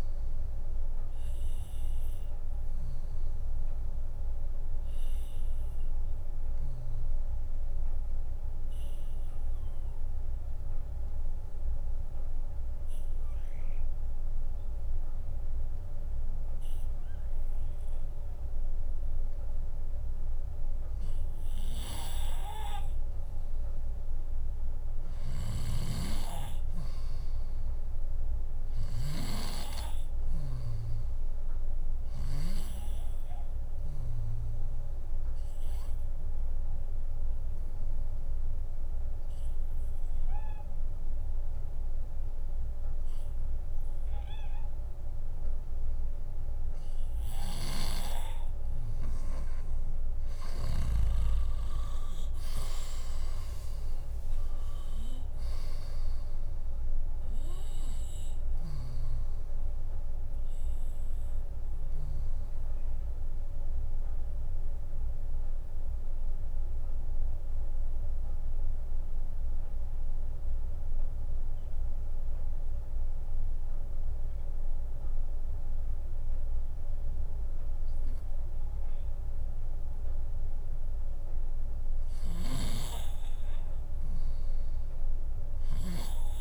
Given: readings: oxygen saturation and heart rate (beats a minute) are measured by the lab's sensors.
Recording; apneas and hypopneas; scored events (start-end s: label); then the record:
breathing in sleep by a room microphone; 3
0.00-15.50 s: drop in pulse transit time (device-marked, heart rate 61 extreme)
8.00-19.00 s: hypopnea (oxygen 100% before, 96% lowest, heart rate 67 before, 56 extreme)
19.50-29.50 s: bradycardia (device-marked, heart rate 69 before, 56 extreme)
22.50-27.00 s: arousal
25.00-32.00 s: snoring (device-marked)
36.00-46.50 s: hypopnea (oxygen 100% before, 96% lowest, heart rate 61 before, 57 extreme, up 6 after)
38.50-42.50 s: drop in pulse transit time (device-marked, heart rate 60 before, 63 extreme)
46.50-48.50 s: bradycardia (device-marked, heart rate 69 before, 66 extreme)
47.00-50.50 s: snoring (device-marked)
50.00-54.50 s: arousal
53.50-74.50 s: drop in pulse transit time (device-marked, heart rate 66 before, 60 extreme)
64.00-80.00 s: hypopnea (oxygen 98% before, 96% lowest, heart rate 64 before, 56 extreme, up 2 after)
74.50-86.41 s: bradycardia (device-marked, heart rate 69 before, 56 extreme)
82.00-86.41 s: snoring (device-marked)
82.50-85.50 s: arousal
From the record:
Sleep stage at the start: N2 (light sleep); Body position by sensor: on the left side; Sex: female